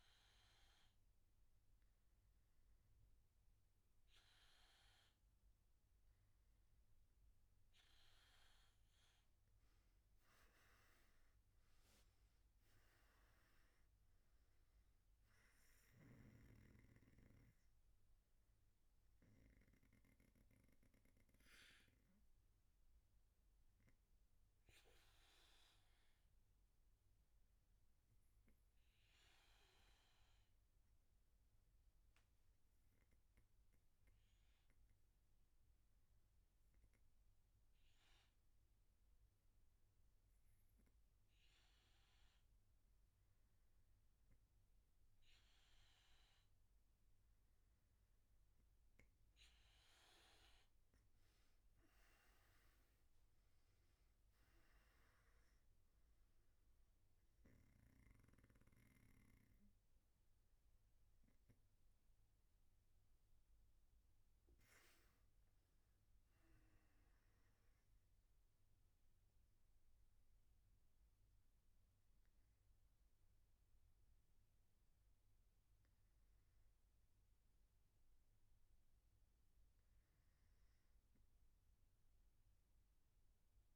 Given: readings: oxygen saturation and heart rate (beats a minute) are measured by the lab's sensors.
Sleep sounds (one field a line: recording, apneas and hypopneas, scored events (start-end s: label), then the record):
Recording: breathing in sleep, hard to hear, by a room microphone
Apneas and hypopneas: none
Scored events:
none scored
From the record:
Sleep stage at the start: N1 (lightest sleep)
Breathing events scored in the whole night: 129 in 4.0 hours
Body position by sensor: on the back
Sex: male